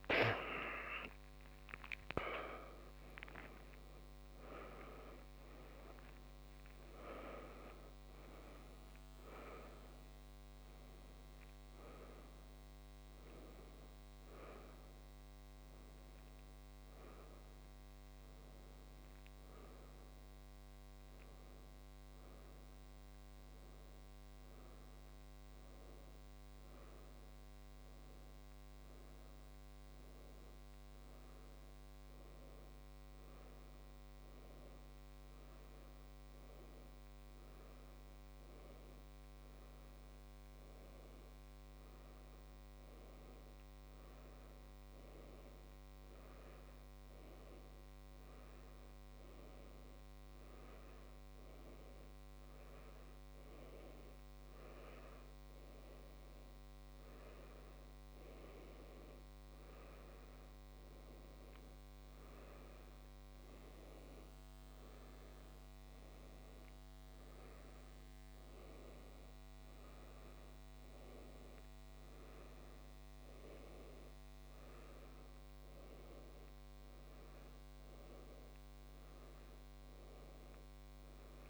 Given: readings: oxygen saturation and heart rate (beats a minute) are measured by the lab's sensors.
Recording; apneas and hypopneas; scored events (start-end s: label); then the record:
a person partly awake in a sleep study, by a microphone on the trachea; 1
1.50-3.50 s: long interval between heartbeats (device-marked, heart rate 134 before, 26 extreme)
2.50-32.50 s: new sleep stage, N1 (lightest sleep)
5.00-7.00 s: long interval between heartbeats (device-marked, heart rate 126 before, 46 extreme)
31.50-59.50 s: hypopnea (oxygen 99% before, 93% lowest, heart rate 62 before, 55 extreme, up 2 after)
32.50-81.50 s: new sleep stage, N2 (light sleep)
46.50-81.50 s: oxygen desaturation (device-marked, oxygen 98% before, 94% lowest, heart rate 56 before, 57 extreme)
63.00-67.00 s: arousal
From the record:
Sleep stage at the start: awake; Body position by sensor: on the back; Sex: male